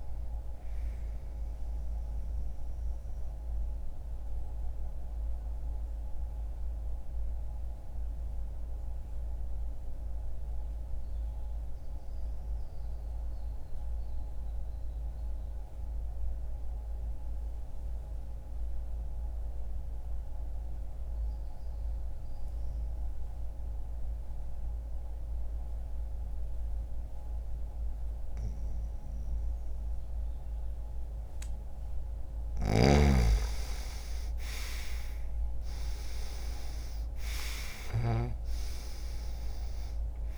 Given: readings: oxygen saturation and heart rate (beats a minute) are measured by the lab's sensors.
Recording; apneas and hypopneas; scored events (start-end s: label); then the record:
breathing in sleep by a room microphone; 1
1.00-31.50 s: obstructive apnea (oxygen 96% before, 87% lowest, heart rate 64 before, 60 extreme, up 1 after)
3.50-13.50 s: oxygen desaturation (device-marked, oxygen 95% before, 91% lowest, heart rate 65 before, 60 extreme)
27.50-40.37 s: oxygen desaturation (device-marked, oxygen 99% before, 89% lowest, heart rate 61 before, 60 extreme)
34.00-38.00 s: arousal
From the record:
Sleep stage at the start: N2 (light sleep); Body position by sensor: on the right side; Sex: male